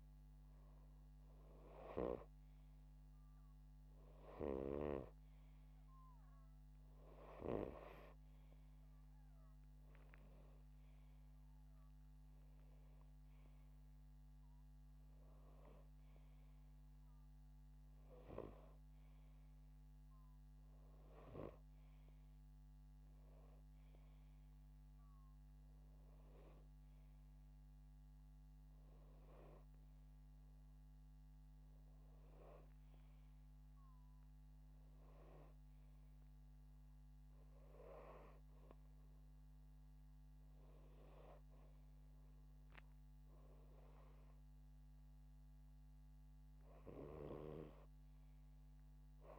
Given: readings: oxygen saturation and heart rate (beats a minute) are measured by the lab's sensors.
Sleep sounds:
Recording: breathing in sleep by a microphone on the trachea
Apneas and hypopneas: none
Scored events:
none scored
From the record:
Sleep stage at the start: N2 (light sleep)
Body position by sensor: upright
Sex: male

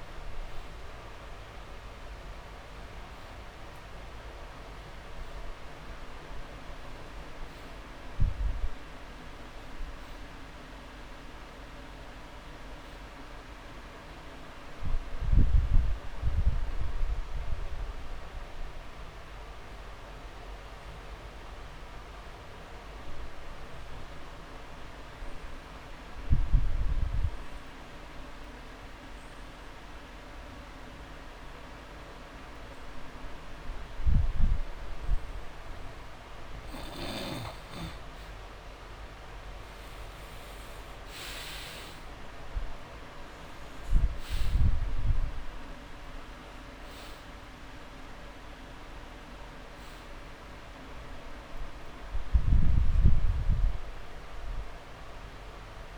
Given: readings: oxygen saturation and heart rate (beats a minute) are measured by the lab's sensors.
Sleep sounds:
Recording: breathing in sleep, hard to hear, by a room microphone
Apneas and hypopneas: 1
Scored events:
0.00-1.00 s: long interval between heartbeats (device-marked)
12.00-15.00 s: drop in pulse transit time (device-marked)
12.00-16.00 s: arousal
16.50-18.50 s: long interval between heartbeats (device-marked)
21.50-36.00 s: obstructive apnea (oxygen 98% before, 88% lowest)
27.00-29.00 s: long interval between heartbeats (device-marked)
35.00-37.00 s: long interval between heartbeats (device-marked)
39.50-44.00 s: arousal
41.00-55.98 s: oxygen desaturation (device-marked, oxygen 97% before, 88% lowest)
42.50-44.50 s: long interval between heartbeats (device-marked)
51.00-53.00 s: long interval between heartbeats (device-marked)
From the record:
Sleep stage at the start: N2 (light sleep)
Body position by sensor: on the back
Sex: male

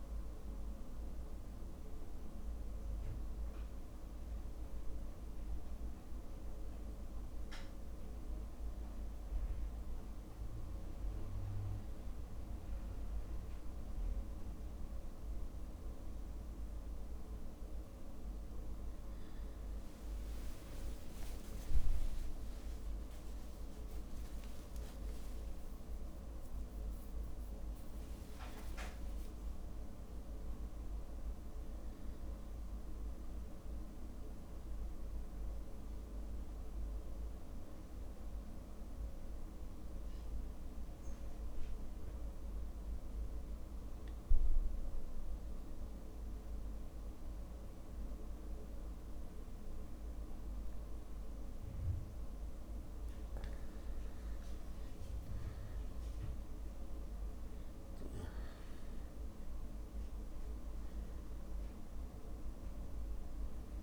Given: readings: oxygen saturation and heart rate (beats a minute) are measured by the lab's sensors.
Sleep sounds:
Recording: breathing in sleep, hard to hear, by a room microphone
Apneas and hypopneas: 1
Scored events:
0.00-16.00 s: oxygen desaturation (device-marked, oxygen 89% lowest)
11.50-13.50 s: long interval between heartbeats (device-marked)
15.50-17.50 s: long interval between heartbeats (device-marked)
25.00-30.50 s: arousal
40.00-52.50 s: mixed apnea (oxygen 100% before, 93% lowest)
43.00-45.00 s: long interval between heartbeats (device-marked)
56.00-59.50 s: arousal
60.00-63.83 s: oxygen desaturation (device-marked, oxygen 98% before, 93% lowest)
From the record:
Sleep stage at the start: N2 (light sleep)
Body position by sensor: on the back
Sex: male

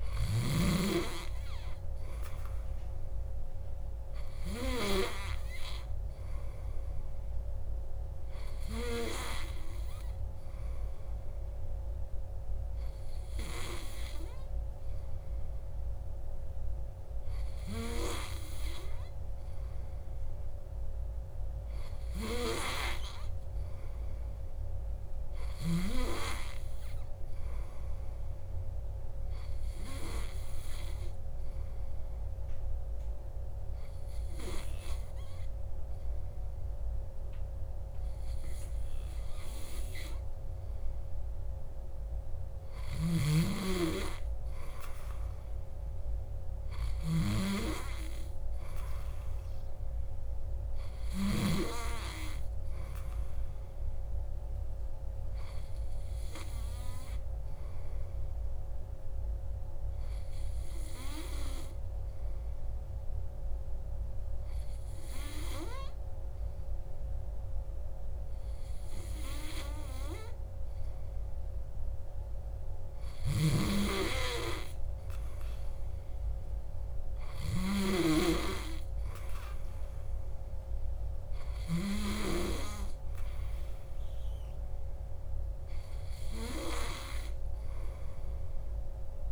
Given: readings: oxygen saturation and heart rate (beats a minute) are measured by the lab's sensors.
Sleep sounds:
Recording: breathing in sleep by a room microphone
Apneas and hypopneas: 2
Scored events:
30.00-41.50 s: hypopnea (oxygen 96% before, 94% lowest, heart rate 62 before, 59 extreme, up 2 after)
43.00-46.00 s: arousal
57.00-70.50 s: hypopnea (oxygen 96% before, 94% lowest, heart rate 60 before, 58 extreme, up 1 after)
72.50-75.00 s: arousal
From the record:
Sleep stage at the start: N2 (light sleep)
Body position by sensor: on the back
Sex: male

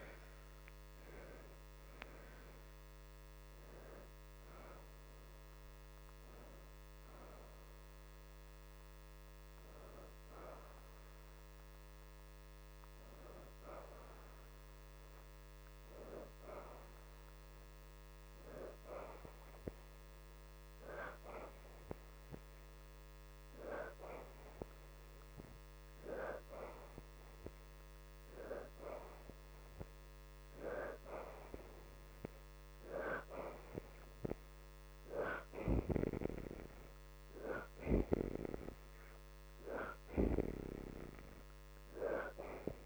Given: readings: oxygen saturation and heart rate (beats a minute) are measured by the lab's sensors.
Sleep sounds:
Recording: breathing in sleep by a microphone on the trachea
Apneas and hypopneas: none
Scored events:
0.00-2.00 s: arousal
0.00-25.50 s: oxygen desaturation (device-marked, oxygen 60% lowest, heart rate 77 extreme)
27.00-30.50 s: arousal
38.50-42.86 s: oxygen desaturation (device-marked, oxygen 83% before, 73% lowest, heart rate 79 before, 79 extreme)
From the record:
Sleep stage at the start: N2 (light sleep)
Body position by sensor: upright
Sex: female

